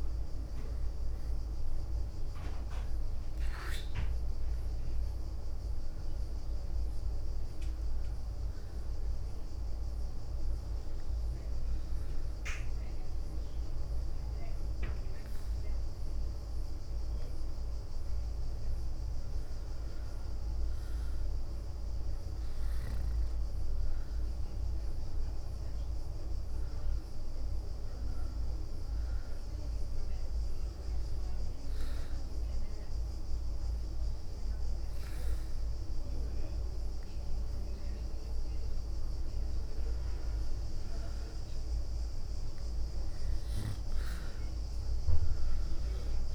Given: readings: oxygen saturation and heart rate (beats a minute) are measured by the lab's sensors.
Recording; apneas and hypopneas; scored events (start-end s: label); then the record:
breathing in sleep, hard to hear, by a room microphone; 2
3.50-10.50 s: leg movement (device-marked)
9.50-20.00 s: obstructive apnea (oxygen 97% before, 89% lowest, heart rate 73 before, 67 extreme, up 9 after)
11.00-17.00 s: leg movement (device-marked)
20.00-46.35 s: new sleep stage, N2 (light sleep)
21.00-25.50 s: arousal
28.00-45.00 s: oxygen desaturation (device-marked, oxygen 95% before, 91% lowest, heart rate 71 before, 68 extreme)
31.00-41.00 s: obstructive apnea (oxygen 97% before, 89% lowest, heart rate 71 before, 68 extreme, up 6 after)
43.00-45.00 s: arousal
From the record:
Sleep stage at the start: N1 (lightest sleep); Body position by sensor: on the back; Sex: female